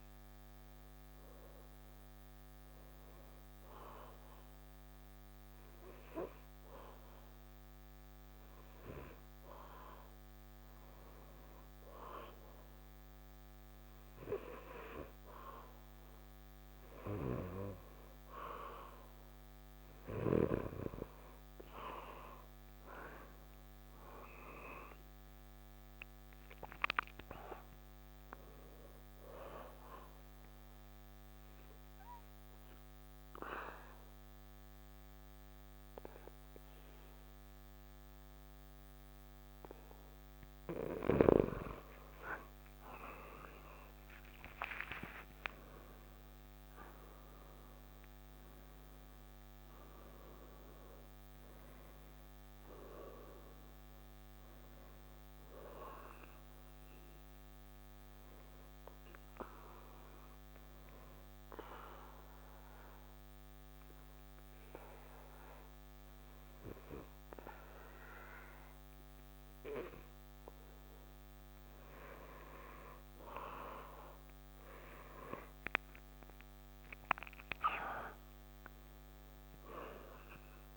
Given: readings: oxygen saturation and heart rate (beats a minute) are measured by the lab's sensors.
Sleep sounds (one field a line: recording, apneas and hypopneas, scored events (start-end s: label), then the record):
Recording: breathing in sleep by a microphone on the trachea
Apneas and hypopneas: 3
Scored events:
2.50-16.00 s: hypopnea (oxygen 96% before, 88% lowest, heart rate 80 before, 66 extreme, up 6 after)
21.00-25.00 s: arousal
30.50-42.00 s: obstructive apnea (oxygen 95% before, 88% lowest, heart rate 68 before, 68 extreme, up 50 after)
44.00-49.50 s: arousal
48.00-67.00 s: oxygen desaturation (device-marked, oxygen 94% before, 88% lowest, heart rate 79 before, 67 extreme)
57.50-72.00 s: obstructive apnea (oxygen 94% before, 88% lowest, heart rate 84 before, 66 extreme, up 3 after)
74.00-78.00 s: arousal
From the record:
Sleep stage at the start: N2 (light sleep)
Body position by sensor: on the back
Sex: male